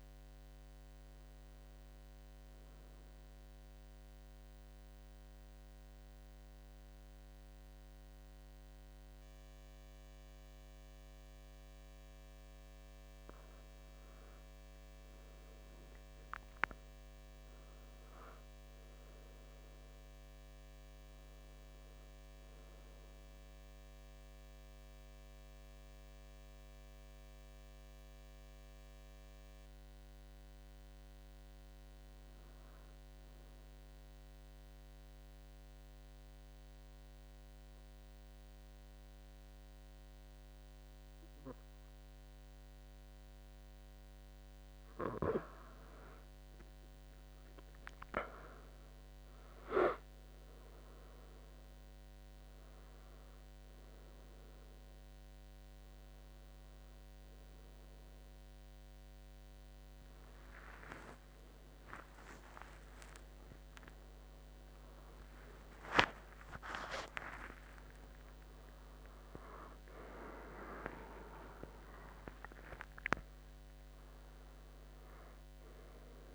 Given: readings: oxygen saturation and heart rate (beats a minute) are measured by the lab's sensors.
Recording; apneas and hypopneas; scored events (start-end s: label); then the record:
a person partly awake in a sleep study, by a microphone on the trachea; 2
2.00-13.50 s: central apnea (oxygen 96% before, 91% lowest, heart rate 73 before, 72 extreme, up 20 after)
16.00-20.00 s: arousal
21.50-38.50 s: oxygen desaturation (device-marked, oxygen 95% before, 92% lowest, heart rate 79 before, 72 extreme)
33.50-45.00 s: obstructive apnea (oxygen 95% before, 91% lowest, heart rate 80 before, 75 extreme, up 13 after)
45.50-72.50 s: oxygen desaturation (device-marked, oxygen 96% before, 91% lowest, heart rate 76 before, 78 extreme)
46.50-76.35 s: new sleep stage, awake
From the record:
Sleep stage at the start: N2 (light sleep); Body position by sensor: on the right side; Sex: male